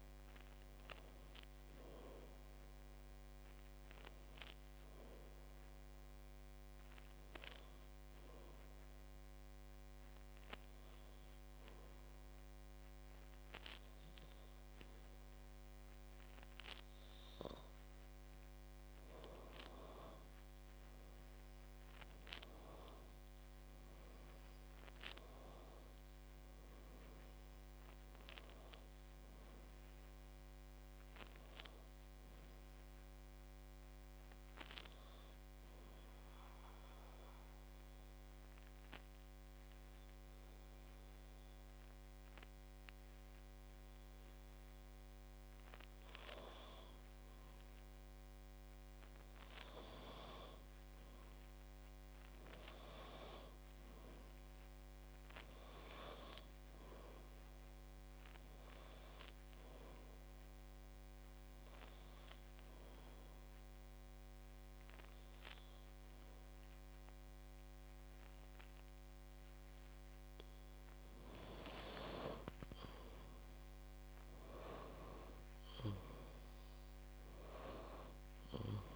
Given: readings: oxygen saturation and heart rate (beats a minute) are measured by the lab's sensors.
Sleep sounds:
breathing in sleep by a microphone on the trachea; 3
7.50-20.00 s: obstructive apnea (oxygen 96% before, 92% lowest, heart rate 59 before, 51 extreme, up 20 after)
22.00-26.50 s: arousal
27.50-43.50 s: oxygen desaturation (device-marked, oxygen 96% before, 92% lowest, heart rate 66 before, 51 extreme)
36.00-46.50 s: obstructive apnea (oxygen 96% before, 92% lowest, heart rate 68 before, 51 extreme, up 7 after)
51.00-54.50 s: arousal
60.50-72.00 s: obstructive apnea (oxygen 97% before, 94% lowest, heart rate 56 before, 50 extreme, up 7 after)
74.50-78.96 s: arousal
From the record:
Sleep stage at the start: N2 (light sleep); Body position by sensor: on the back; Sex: female

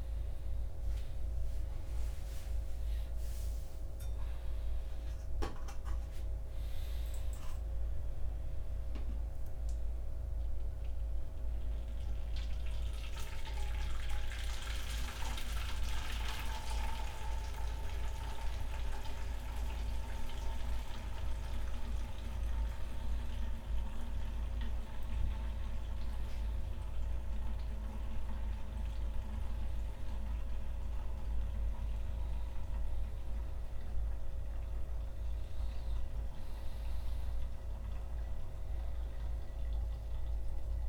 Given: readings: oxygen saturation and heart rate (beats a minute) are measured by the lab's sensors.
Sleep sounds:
a person awake in a sleep study, by a room microphone; none
none scored
From the record:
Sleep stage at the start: awake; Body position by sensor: upright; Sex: male

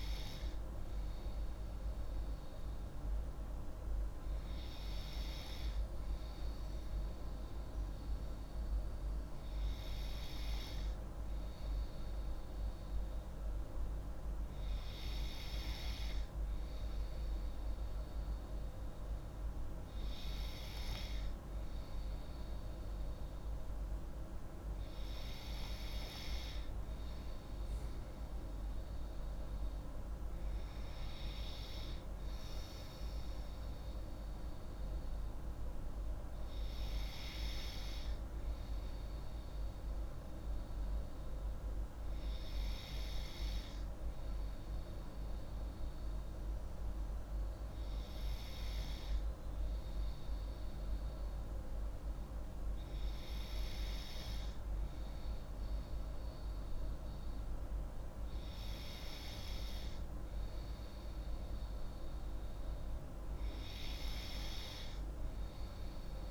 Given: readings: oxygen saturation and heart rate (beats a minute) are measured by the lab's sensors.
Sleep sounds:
breathing in sleep, hard to hear, by a room microphone; none
none scored
From the record:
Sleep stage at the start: N3 (deep sleep); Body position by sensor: on the left side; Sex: female

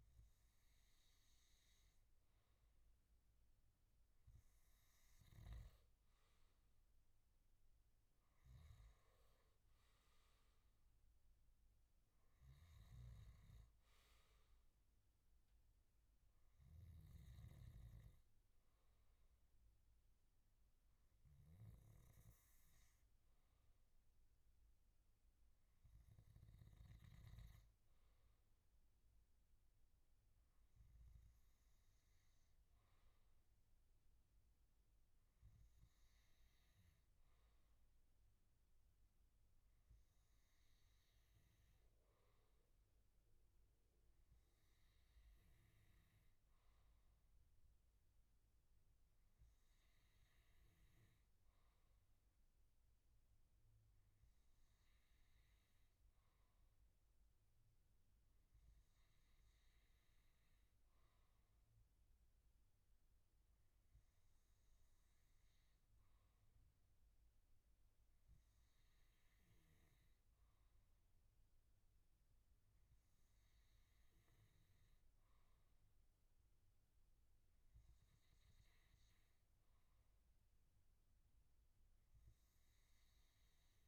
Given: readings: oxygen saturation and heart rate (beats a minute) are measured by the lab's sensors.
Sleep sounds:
breathing in sleep, hard to hear, by a room microphone; none
13.00-18.00 s: snoring (device-marked)
From the record:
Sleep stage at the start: N2 (light sleep); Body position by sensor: on the back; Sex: male

